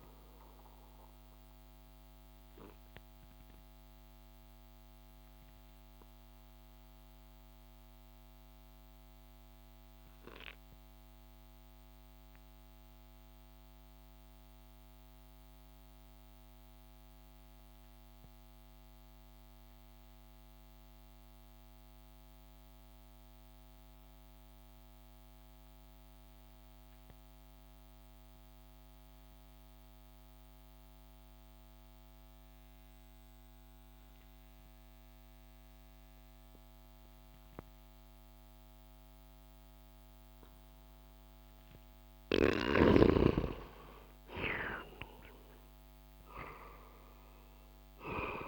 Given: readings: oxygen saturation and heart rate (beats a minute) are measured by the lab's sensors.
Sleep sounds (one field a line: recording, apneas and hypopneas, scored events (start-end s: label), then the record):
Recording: breathing in sleep by a microphone on the trachea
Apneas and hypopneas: 1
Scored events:
0.00-21.50 s: oxygen desaturation (device-marked, oxygen 86% lowest)
1.00-42.50 s: obstructive apnea (oxygen 97% before, 86% lowest)
39.50-48.48 s: oxygen desaturation (device-marked, oxygen 97% before, 87% lowest)
43.00-47.00 s: arousal
From the record:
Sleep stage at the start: N2 (light sleep)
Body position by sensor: on the back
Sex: male